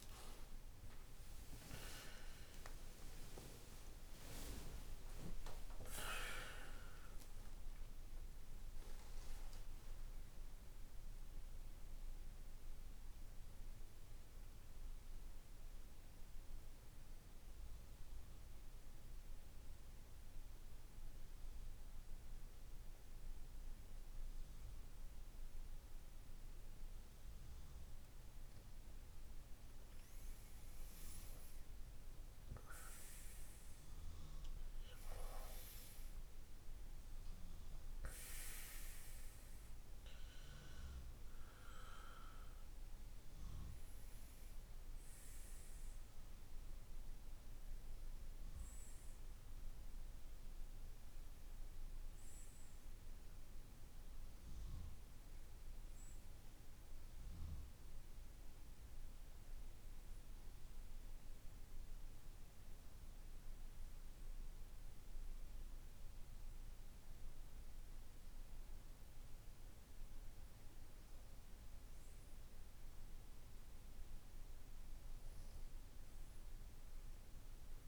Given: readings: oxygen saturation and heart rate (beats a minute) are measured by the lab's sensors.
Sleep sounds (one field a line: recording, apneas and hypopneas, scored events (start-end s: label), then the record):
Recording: breathing in sleep by a room microphone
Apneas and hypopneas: 2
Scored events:
3.50-9.00 s: arousal
12.50-29.00 s: central apnea (oxygen 92% before, 92% lowest, heart rate 76 before, 55 extreme, up 10 after)
31.00-35.50 s: arousal
55.00-70.00 s: oxygen desaturation (device-marked, oxygen 97% before, 92% lowest, heart rate 62 before, 52 extreme)
58.00-72.00 s: hypopnea (oxygen 97% before, 92% lowest, heart rate 60 before, 52 extreme, up 2 after)
73.50-77.50 s: arousal
From the record:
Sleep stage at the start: N2 (light sleep)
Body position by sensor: on the right side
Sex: male